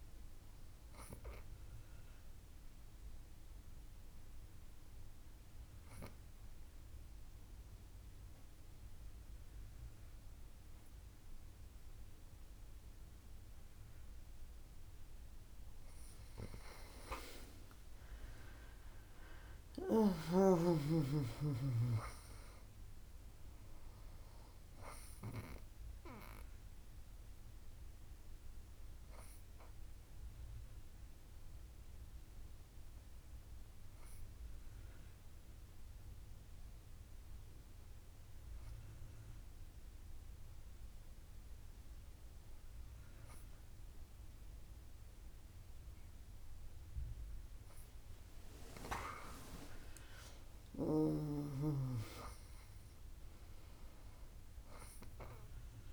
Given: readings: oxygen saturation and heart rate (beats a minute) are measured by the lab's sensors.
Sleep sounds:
breathing in sleep by a room microphone; 2
0.50-15.00 s: obstructive apnea (oxygen 99% before, 97% lowest, heart rate 66 before, 58 extreme, up 13 after)
17.50-21.50 s: arousal
29.50-47.00 s: obstructive apnea (oxygen 98% before, 97% lowest, heart rate 65 before, 63 extreme, up 7 after)
49.50-53.00 s: arousal
From the record:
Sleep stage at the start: N2 (light sleep); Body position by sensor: on the back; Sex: female

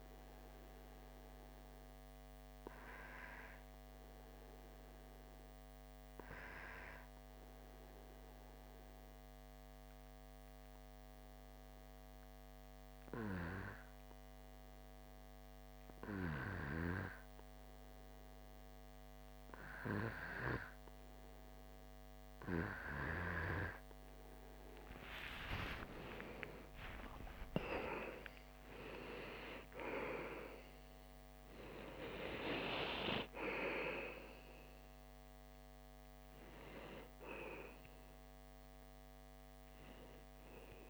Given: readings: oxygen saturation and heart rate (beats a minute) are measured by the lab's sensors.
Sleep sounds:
breathing in sleep by a microphone on the trachea; 1
7.00-21.00 s: obstructive apnea (oxygen 95% before, 92% lowest)
24.00-29.00 s: arousal
From the record:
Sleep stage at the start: N2 (light sleep); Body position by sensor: on the back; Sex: male

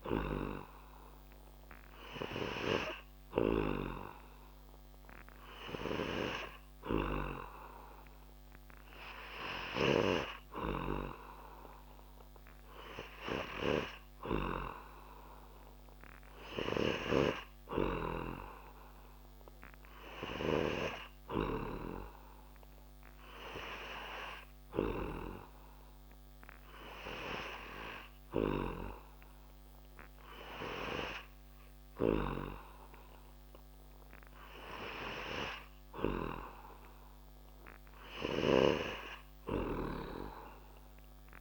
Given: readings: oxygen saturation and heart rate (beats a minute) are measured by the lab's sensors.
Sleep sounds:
breathing in sleep by a microphone on the trachea; none
none scored
From the record:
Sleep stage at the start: N3 (deep sleep); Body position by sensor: on the back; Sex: male

